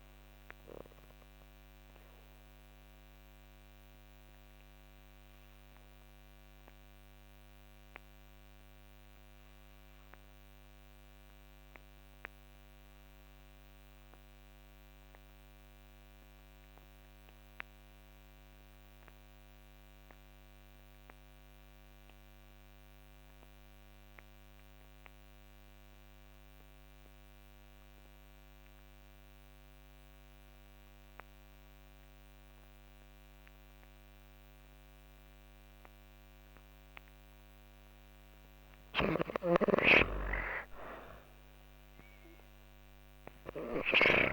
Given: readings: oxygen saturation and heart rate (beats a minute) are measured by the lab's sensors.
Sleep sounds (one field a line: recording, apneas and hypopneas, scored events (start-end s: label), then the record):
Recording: breathing in sleep by a microphone on the trachea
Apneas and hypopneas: 1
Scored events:
0.00-17.50 s: oxygen desaturation (device-marked, oxygen 73% lowest, heart rate 87 extreme)
0.50-36.50 s: obstructive apnea (oxygen 98% before, 73% lowest, heart rate 119 before, 92 extreme, up 36 after)
31.50-44.33 s: oxygen desaturation (device-marked, oxygen 99% before, 76% lowest, heart rate 127 before, 92 extreme)
37.50-44.33 s: snoring (device-marked)
39.50-44.00 s: arousal
From the record:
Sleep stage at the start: N2 (light sleep)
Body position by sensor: on the back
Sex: female